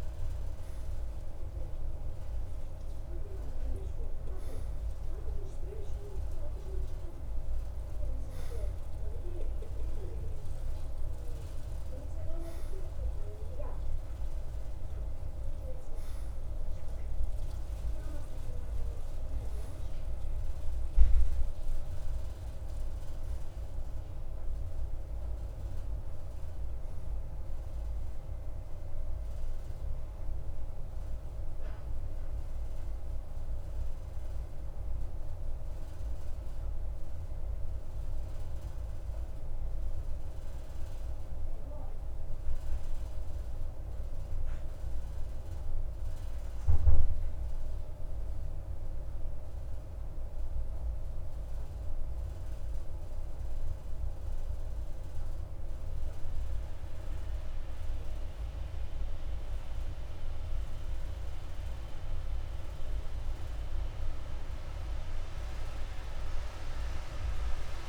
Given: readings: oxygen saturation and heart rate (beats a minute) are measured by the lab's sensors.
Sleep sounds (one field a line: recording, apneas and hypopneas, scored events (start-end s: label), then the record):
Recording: breathing in sleep, hard to hear, by a room microphone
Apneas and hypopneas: 1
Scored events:
38.00-61.00 s: obstructive apnea (oxygen 94% before, 93% lowest, heart rate 55 before, 52 extreme, up 1 after)
63.00-67.50 s: arousal
From the record:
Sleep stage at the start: N2 (light sleep)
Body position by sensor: on the right side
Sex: male